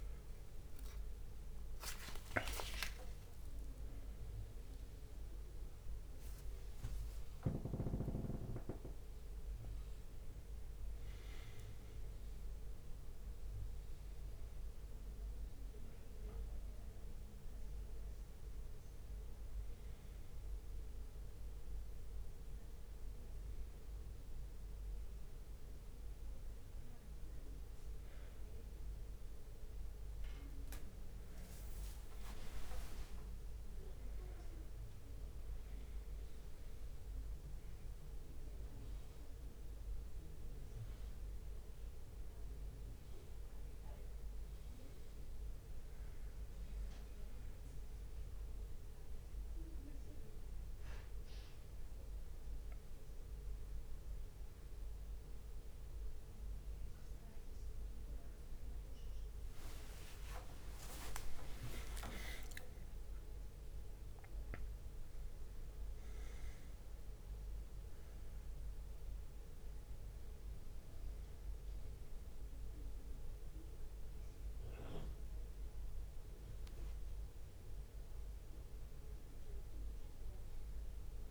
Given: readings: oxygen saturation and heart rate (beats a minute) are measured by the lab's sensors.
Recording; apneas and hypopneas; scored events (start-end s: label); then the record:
breathing in sleep by a room microphone; none
0.00-4.00 s: arousal
0.00-6.00 s: tachycardia (device-marked, heart rate 150 extreme)
0.00-13.00 s: drop in pulse transit time (device-marked, heart rate 69 before, 68 extreme)
1.50-3.50 s: long interval between heartbeats (device-marked, heart rate 70 before, 110 extreme)
3.00-5.00 s: leg movement (device-marked)
4.00-6.00 s: long interval between heartbeats (device-marked, heart rate 79 before, 146 extreme)
6.00-9.00 s: leg movement (device-marked)
9.50-13.50 s: leg movement (device-marked)
15.00-21.50 s: leg movement (device-marked)
24.50-25.50 s: leg movement (device-marked)
30.00-38.50 s: leg movement (device-marked)
48.50-50.50 s: leg movement (device-marked)
56.00-65.00 s: leg movement (device-marked)
60.00-64.00 s: tachycardia (device-marked, heart rate 71 before, 102 extreme)
60.50-62.50 s: long interval between heartbeats (device-marked, heart rate 65 before, 79 extreme)
61.00-65.00 s: arousal
61.00-73.00 s: drop in pulse transit time (device-marked, heart rate 66 before, 71 extreme)
62.50-64.50 s: long interval between heartbeats (device-marked, heart rate 67 before, 99 extreme)
71.00-74.50 s: leg movement (device-marked)
75.50-80.00 s: leg movement (device-marked)
From the record:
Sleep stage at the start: N2 (light sleep); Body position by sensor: on the back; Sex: male